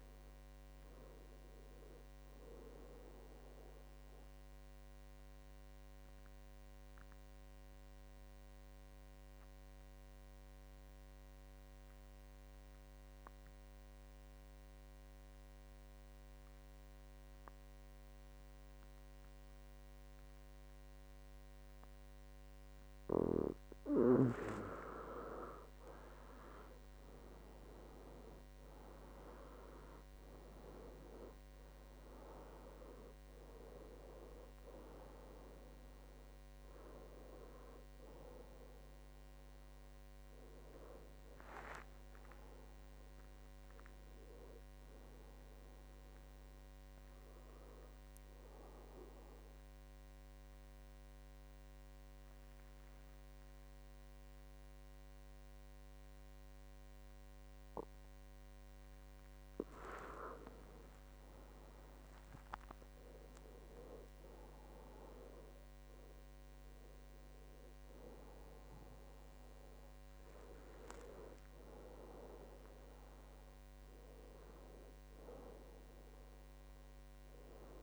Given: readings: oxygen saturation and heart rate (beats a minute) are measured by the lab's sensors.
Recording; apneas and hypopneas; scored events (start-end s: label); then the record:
breathing in sleep by a microphone on the trachea; 2
0.00-6.50 s: oxygen desaturation (device-marked, oxygen 91% lowest, heart rate 63 extreme)
5.00-24.00 s: obstructive apnea (oxygen 97% before, 91% lowest, heart rate 76 before, 63 extreme, up 17 after)
25.50-30.00 s: arousal
28.50-50.50 s: oxygen desaturation (device-marked, oxygen 98% before, 91% lowest, heart rate 66 before, 64 extreme)
49.00-59.50 s: obstructive apnea (oxygen 98% before, 91% lowest, heart rate 77 before, 64 extreme, up 15 after)
60.50-64.50 s: arousal
62.00-64.00 s: long interval between heartbeats (device-marked, heart rate 70 before, 70 extreme)
71.50-77.83 s: oxygen desaturation (device-marked, oxygen 98% before, 94% lowest, heart rate 70 before, 65 extreme)
From the record:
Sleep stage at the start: N2 (light sleep); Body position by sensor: on the back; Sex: male